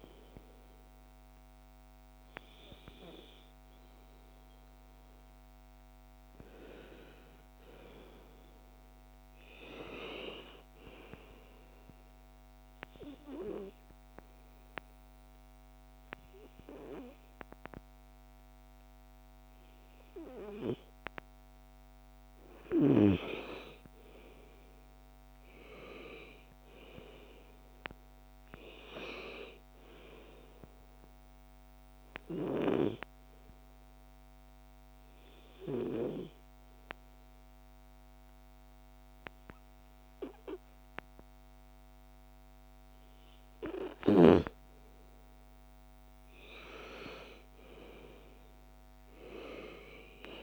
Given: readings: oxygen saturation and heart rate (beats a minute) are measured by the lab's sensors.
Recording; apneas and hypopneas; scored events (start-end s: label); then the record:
breathing in sleep by a microphone on the trachea; 2
12.00-22.50 s: obstructive apnea (oxygen 96% before, 91% lowest)
20.00-50.43 s: new sleep stage, REM sleep
23.50-27.50 s: arousal
33.00-45.00 s: oxygen desaturation (device-marked, oxygen 96% before, 92% lowest, heart rate 45 before, 29 extreme)
34.00-44.50 s: obstructive apnea (oxygen 96% before, 91% lowest, heart rate 43 before, 33 extreme, up 23 after)
46.50-50.43 s: arousal
From the record:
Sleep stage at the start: N2 (light sleep); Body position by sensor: on the back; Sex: female